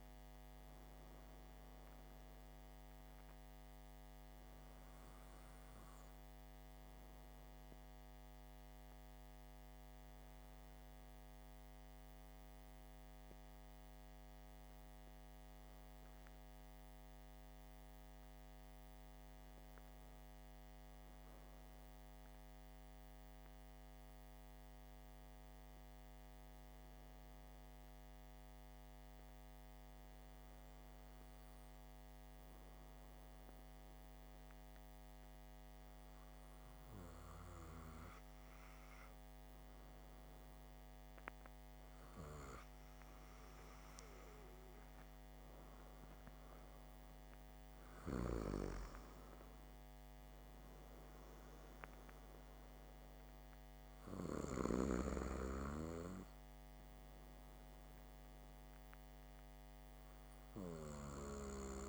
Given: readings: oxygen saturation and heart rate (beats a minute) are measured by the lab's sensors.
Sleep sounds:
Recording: breathing in sleep by a microphone on the trachea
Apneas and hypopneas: 1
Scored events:
10.50-43.50 s: hypopnea (oxygen 96% before, 93% lowest, heart rate 57 before, 51 extreme, up 4 after)
45.00-48.50 s: arousal
From the record:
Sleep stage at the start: N2 (light sleep)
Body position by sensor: on the back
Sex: male

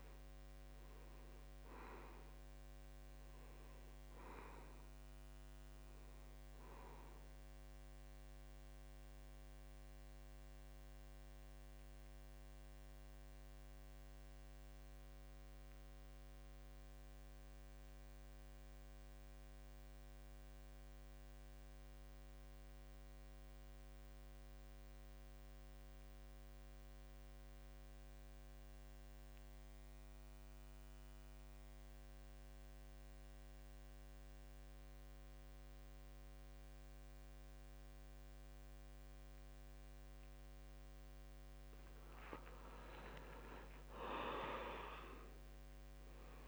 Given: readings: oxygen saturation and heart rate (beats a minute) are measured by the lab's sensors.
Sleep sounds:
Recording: breathing in sleep by a microphone on the trachea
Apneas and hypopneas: 1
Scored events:
0.00-3.50 s: oxygen desaturation (device-marked, oxygen 84% lowest, heart rate 65 extreme)
8.50-41.50 s: mixed apnea (oxygen 96% before, 82% lowest, heart rate 76 before, 65 extreme, up 7 after)
28.50-46.48 s: oxygen desaturation (device-marked, oxygen 95% before, 82% lowest, heart rate 68 before, 66 extreme)
44.00-46.48 s: arousal
From the record:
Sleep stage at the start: N2 (light sleep)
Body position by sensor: on the back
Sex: male

